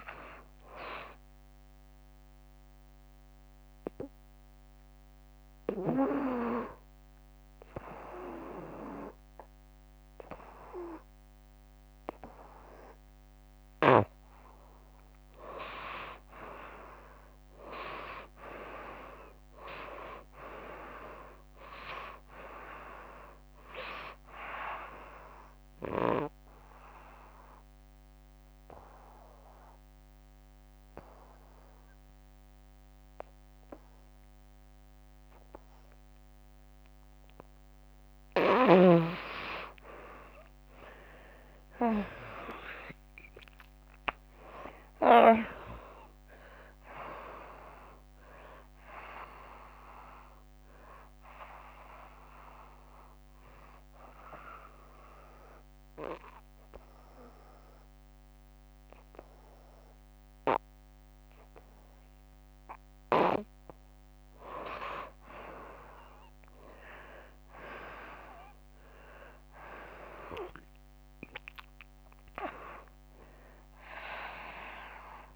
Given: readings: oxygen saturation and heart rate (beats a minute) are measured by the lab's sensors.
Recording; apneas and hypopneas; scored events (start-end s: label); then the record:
breathing in sleep by a microphone on the trachea; 3
1.00-19.00 s: oxygen desaturation (device-marked, oxygen 96% before, 87% lowest, heart rate 84 before, 73 extreme)
2.50-15.00 s: mixed apnea (oxygen 96% before, 85% lowest, heart rate 84 before, 73 extreme, up 1 after)
18.00-21.00 s: arousal
25.00-31.00 s: oxygen desaturation (device-marked, oxygen 98% before, 88% lowest, heart rate 85 before, 77 extreme)
25.50-38.50 s: obstructive apnea (oxygen 98% before, 85% lowest, heart rate 85 before, 77 extreme, up 14 after)
40.00-44.50 s: arousal
42.00-64.00 s: oxygen desaturation (device-marked, oxygen 96% before, 85% lowest, heart rate 87 before, 73 extreme)
50.50-64.00 s: obstructive apnea (oxygen 98% before, 84% lowest, heart rate 86 before, 73 extreme, up 5 after)
71.50-75.35 s: arousal
72.00-75.35 s: oxygen desaturation (device-marked, oxygen 98% before, 87% lowest, heart rate 83 before, 72 extreme)
From the record:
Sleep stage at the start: N2 (light sleep); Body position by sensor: on the right side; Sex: female